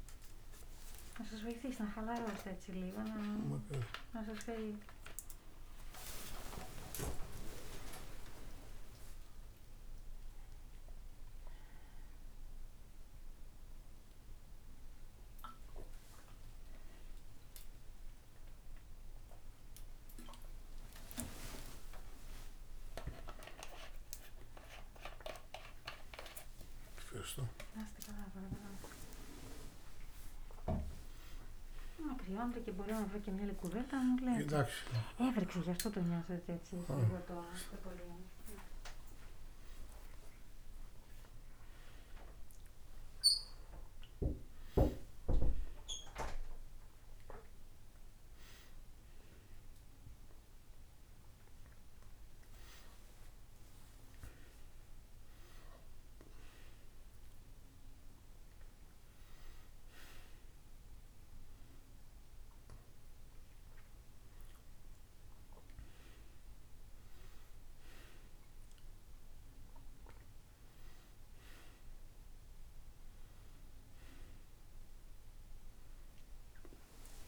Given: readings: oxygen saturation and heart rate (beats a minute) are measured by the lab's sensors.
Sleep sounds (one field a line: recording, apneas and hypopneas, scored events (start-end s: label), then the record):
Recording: a person awake in a sleep study, by a room microphone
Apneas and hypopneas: none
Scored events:
none scored
From the record:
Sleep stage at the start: awake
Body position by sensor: on the back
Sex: male